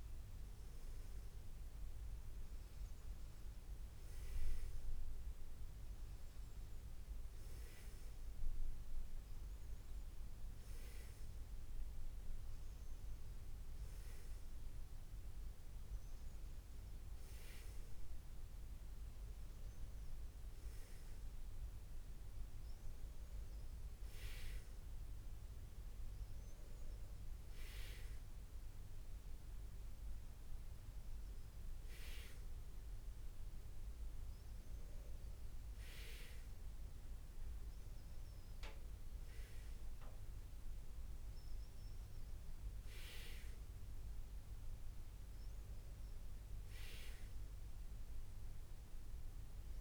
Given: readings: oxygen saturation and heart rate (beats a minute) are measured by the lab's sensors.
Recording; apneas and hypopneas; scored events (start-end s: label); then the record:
breathing in sleep by a room microphone; none
none scored
From the record:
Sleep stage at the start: N2 (light sleep); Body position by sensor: on the back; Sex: male